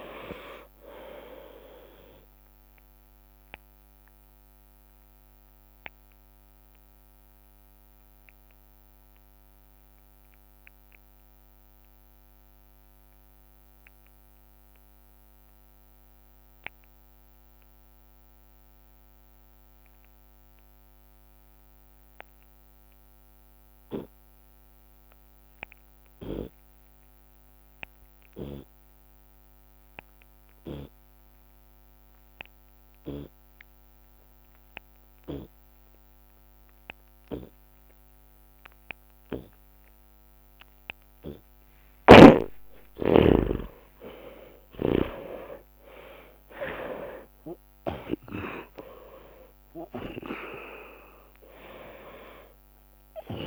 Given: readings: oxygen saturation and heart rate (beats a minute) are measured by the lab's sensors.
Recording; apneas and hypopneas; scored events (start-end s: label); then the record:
breathing in sleep by a microphone on the trachea; 1
3.00-5.00 s: long interval between heartbeats (device-marked)
4.50-41.50 s: obstructive apnea (oxygen 99% before, 70% lowest)
8.00-15.00 s: drop in pulse transit time (device-marked)
8.00-26.00 s: oxygen desaturation (device-marked, oxygen 94% before, 72% lowest)
18.50-20.50 s: long interval between heartbeats (device-marked)
26.50-28.50 s: long interval between heartbeats (device-marked, heart rate 30 before, 48 extreme)
30.00-32.00 s: long interval between heartbeats (device-marked, heart rate 32 before, 57 extreme)
32.00-48.00 s: tachycardia (device-marked, heart rate 74 before, 129 extreme)
34.50-36.50 s: long interval between heartbeats (device-marked, heart rate 41 before, 94 extreme)
36.00-42.00 s: drop in pulse transit time (device-marked, heart rate 49 before, 118 extreme)
41.50-43.50 s: long interval between heartbeats (device-marked, heart rate 73 before, 122 extreme)
42.00-45.50 s: snoring (device-marked)
43.00-48.00 s: arousal
43.50-45.50 s: long interval between heartbeats (device-marked, heart rate 83 before, 121 extreme)
51.00-53.47 s: oxygen desaturation (device-marked, oxygen 96% before, 70% lowest)
From the record:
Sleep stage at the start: N2 (light sleep); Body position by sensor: on the left side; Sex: male